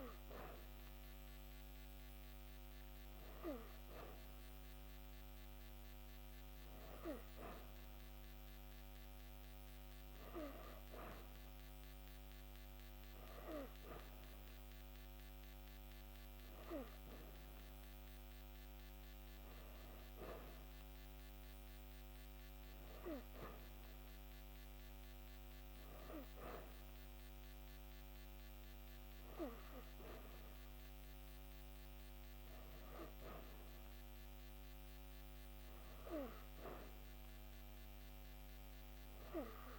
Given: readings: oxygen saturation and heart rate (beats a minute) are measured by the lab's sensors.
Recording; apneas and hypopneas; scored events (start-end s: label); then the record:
breathing in sleep by a microphone on the trachea; none
none scored
From the record:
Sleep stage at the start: N3 (deep sleep); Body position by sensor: on the back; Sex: female